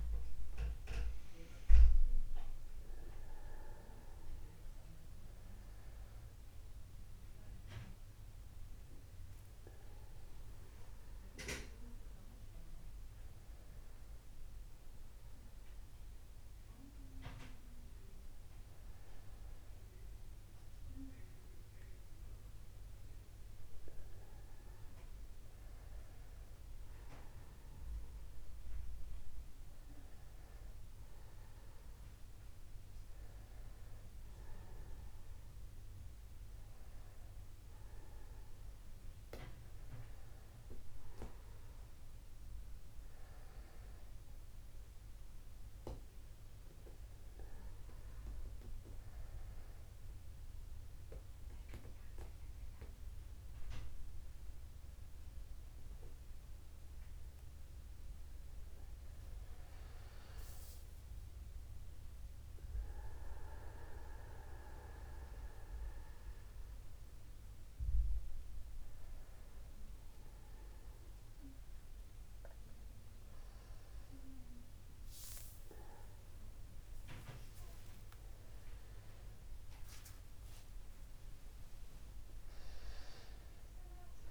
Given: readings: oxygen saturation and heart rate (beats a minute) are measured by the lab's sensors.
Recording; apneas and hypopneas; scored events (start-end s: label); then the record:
a person awake in a sleep study, by a room microphone; none
78.00-80.00 s: long interval between heartbeats (device-marked, heart rate 51 before, 61 extreme)
From the record:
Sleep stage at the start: awake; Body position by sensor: upright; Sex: male